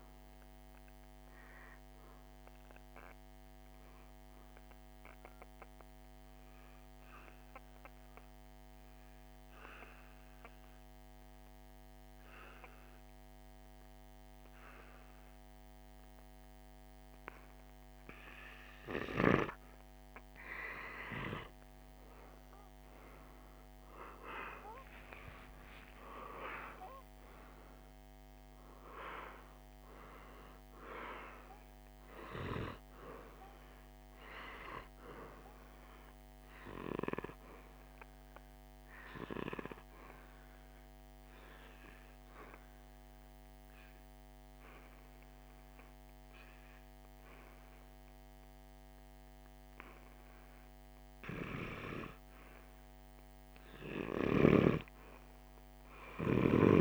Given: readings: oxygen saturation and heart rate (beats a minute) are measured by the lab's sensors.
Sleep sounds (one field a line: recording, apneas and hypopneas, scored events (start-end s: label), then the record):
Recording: breathing in sleep by a microphone on the trachea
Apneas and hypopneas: 2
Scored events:
6.00-19.50 s: obstructive apnea (oxygen 98% before, 95% lowest, heart rate 54 before, 48 extreme, up 3 after)
21.00-24.00 s: arousal
31.50-42.50 s: oxygen desaturation (device-marked, oxygen 98% before, 95% lowest, heart rate 50 before, 48 extreme)
39.00-52.00 s: hypopnea (oxygen 98% before, 94% lowest, heart rate 51 before, 48 extreme, up 11 after)
From the record:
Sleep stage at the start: N2 (light sleep)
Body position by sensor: on the back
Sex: male